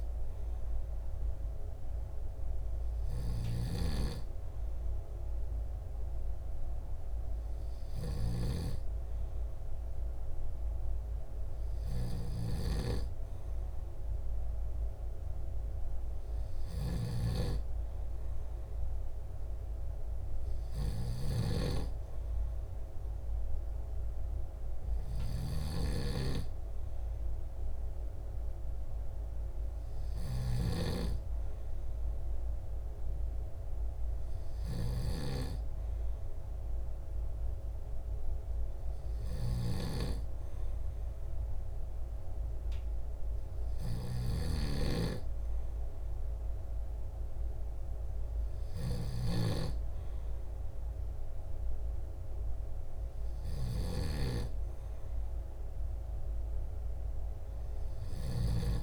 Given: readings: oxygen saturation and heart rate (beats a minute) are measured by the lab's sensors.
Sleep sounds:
breathing in sleep by a room microphone; none
45.00-50.00 s: snoring (device-marked)
From the record:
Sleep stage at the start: N2 (light sleep); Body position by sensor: on the back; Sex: male

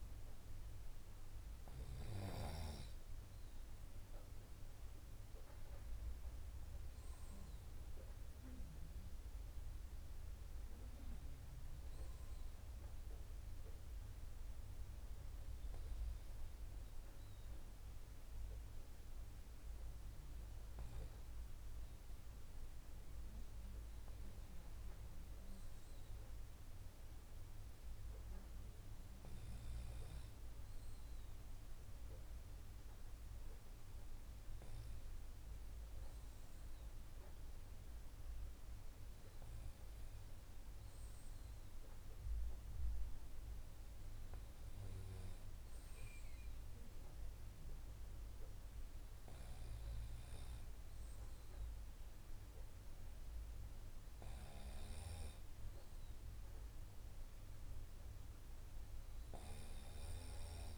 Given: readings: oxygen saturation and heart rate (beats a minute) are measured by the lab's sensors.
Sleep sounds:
breathing in sleep, hard to hear, by a room microphone; none
0.00-1.00 s: arousal
From the record:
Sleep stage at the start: N2 (light sleep); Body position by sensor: on the right side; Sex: male

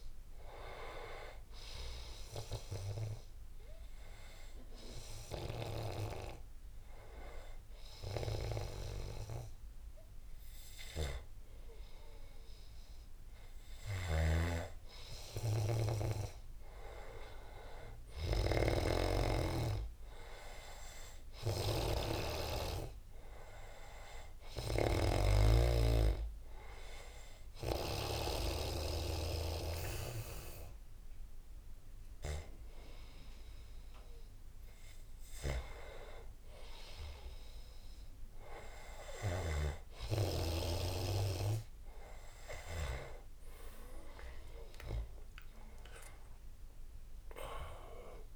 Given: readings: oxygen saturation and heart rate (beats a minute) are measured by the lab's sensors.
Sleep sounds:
breathing in sleep by a room microphone; 1
2.00-48.35 s: new sleep stage, N2 (light sleep)
3.00-7.50 s: arousal
6.00-36.00 s: oxygen desaturation (device-marked, oxygen 99% before, 93% lowest, heart rate 80 before, 74 extreme)
14.00-28.50 s: snoring (device-marked)
23.50-35.50 s: hypopnea (oxygen 99% before, 93% lowest, heart rate 82 before, 75 extreme, up 4 after)
38.00-41.50 s: arousal
From the record:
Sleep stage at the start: N1 (lightest sleep); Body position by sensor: on the back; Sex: male

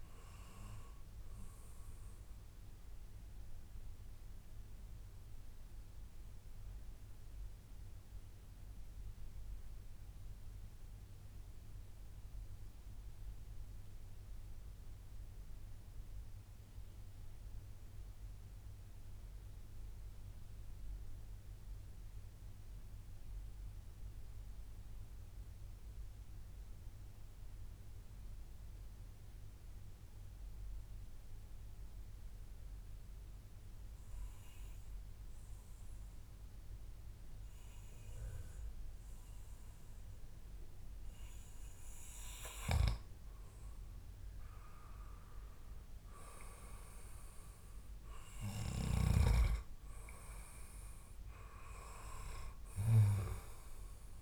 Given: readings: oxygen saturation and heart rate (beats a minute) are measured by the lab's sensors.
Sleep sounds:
breathing in sleep by a room microphone; 1
0.00-2.00 s: oxygen desaturation (device-marked, oxygen 91% lowest, heart rate 83 extreme)
2.50-40.00 s: mixed apnea (oxygen 96% before, 91% lowest, heart rate 135 before, 91 extreme, up 17 after)
33.00-51.00 s: oxygen desaturation (device-marked, oxygen 98% before, 95% lowest, heart rate 111 before, 92 extreme)
34.50-36.50 s: long interval between heartbeats (device-marked, heart rate 111 before, 97 extreme)
39.00-41.00 s: long interval between heartbeats (device-marked, heart rate 110 before, 106 extreme)
43.00-47.00 s: arousal
From the record:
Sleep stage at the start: N2 (light sleep); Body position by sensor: on the back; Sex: male

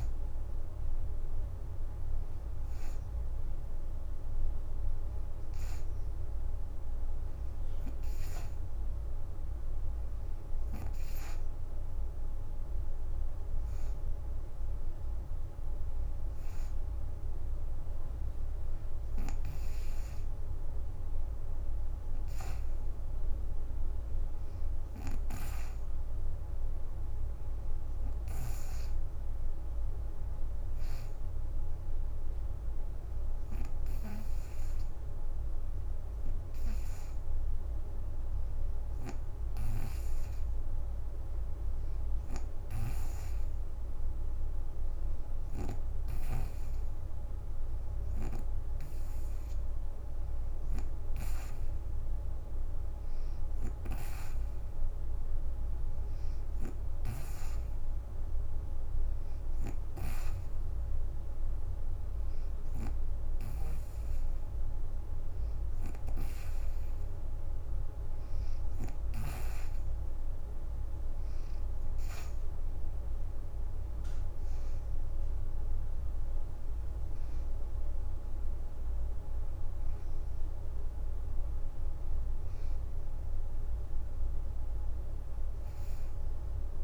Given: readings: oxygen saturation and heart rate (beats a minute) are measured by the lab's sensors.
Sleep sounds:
breathing in sleep by a room microphone; none
24.50-28.00 s: snoring (device-marked)
34.00-35.50 s: leg movement (device-marked)
38.00-43.50 s: leg movement (device-marked)
77.50-82.50 s: leg movement (device-marked)
From the record:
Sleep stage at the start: N2 (light sleep); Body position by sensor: on the right side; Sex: female

